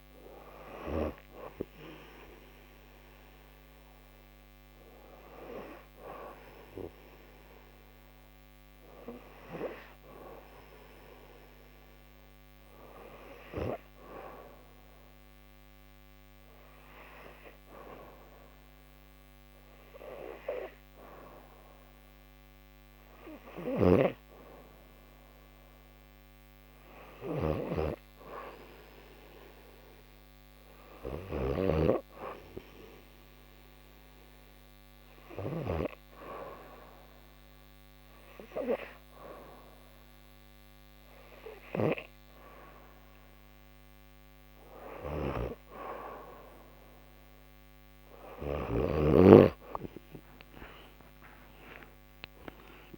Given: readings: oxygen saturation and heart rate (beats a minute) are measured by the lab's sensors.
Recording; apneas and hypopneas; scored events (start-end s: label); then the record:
breathing in sleep by a microphone on the trachea; 2
10.50-21.50 s: hypopnea (oxygen 97% before, 91% lowest, heart rate 72 before, 71 extreme, up 5 after)
24.50-27.50 s: arousal
29.50-47.50 s: oxygen desaturation (device-marked, oxygen 96% before, 91% lowest, heart rate 72 before, 68 extreme)
34.50-44.50 s: hypopnea (oxygen 97% before, 91% lowest, heart rate 74 before, 69 extreme, up 3 after)
44.50-48.50 s: snoring (device-marked)
49.50-52.98 s: arousal
From the record:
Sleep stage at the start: N2 (light sleep); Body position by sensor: on the back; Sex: female